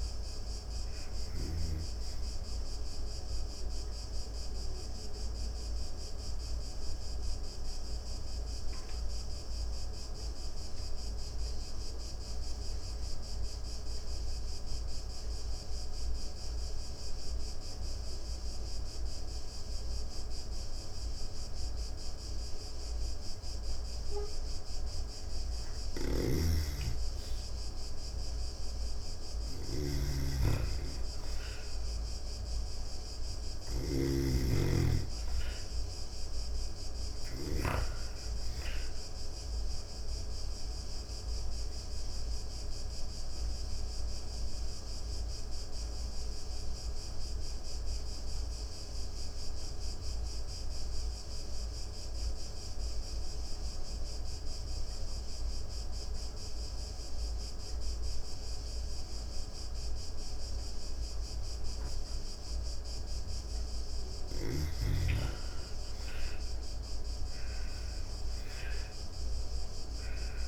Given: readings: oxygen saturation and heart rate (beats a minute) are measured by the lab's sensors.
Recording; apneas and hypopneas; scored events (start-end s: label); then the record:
breathing in sleep by a room microphone; 2
0.00-19.00 s: oxygen desaturation (device-marked, oxygen 84% lowest)
2.50-22.50 s: obstructive apnea (oxygen 97% before, 84% lowest)
25.00-33.00 s: snoring (device-marked)
29.00-33.00 s: arousal
34.00-53.00 s: oxygen desaturation (device-marked, oxygen 99% before, 89% lowest)
40.00-62.50 s: mixed apnea (oxygen 99% before, 86% lowest)
64.00-68.00 s: arousal
64.00-70.48 s: oxygen desaturation (device-marked, oxygen 98% before, 86% lowest)
From the record:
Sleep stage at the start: N2 (light sleep); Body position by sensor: on the back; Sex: female